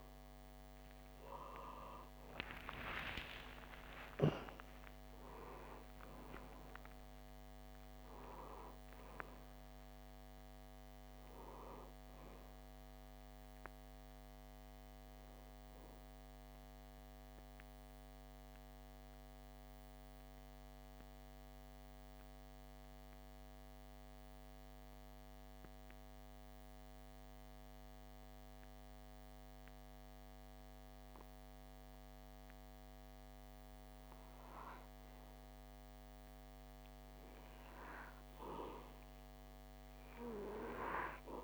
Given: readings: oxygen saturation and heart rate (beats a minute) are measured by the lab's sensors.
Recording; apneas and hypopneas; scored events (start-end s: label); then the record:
breathing in sleep by a microphone on the trachea; 1
0.00-13.00 s: oxygen desaturation (device-marked, oxygen 90% lowest)
1.00-5.50 s: arousal
17.00-35.50 s: obstructive apnea (oxygen 95% before, 92% lowest)
37.00-40.00 s: arousal
From the record:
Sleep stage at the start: N2 (light sleep); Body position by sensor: on the back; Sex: male